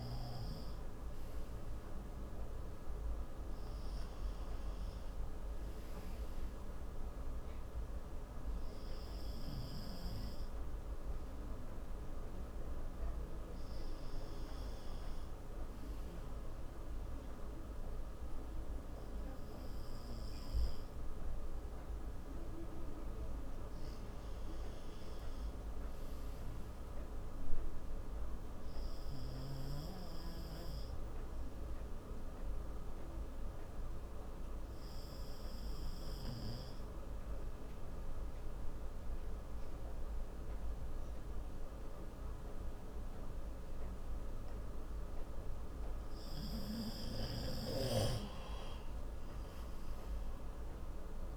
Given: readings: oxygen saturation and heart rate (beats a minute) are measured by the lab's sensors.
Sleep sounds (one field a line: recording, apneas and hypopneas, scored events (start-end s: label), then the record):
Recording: breathing in sleep, hard to hear, by a room microphone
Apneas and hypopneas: 1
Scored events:
0.00-15.50 s: oxygen desaturation (device-marked, oxygen 91% lowest, heart rate 66 extreme)
17.50-51.37 s: new sleep stage, N2 (light sleep)
19.50-24.00 s: arousal
29.50-47.00 s: obstructive apnea (oxygen 94% before, 89% lowest, heart rate 67 before, 65 extreme, up 4 after)
48.00-51.37 s: arousal
From the record:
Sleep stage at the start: N1 (lightest sleep)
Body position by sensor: on the front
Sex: male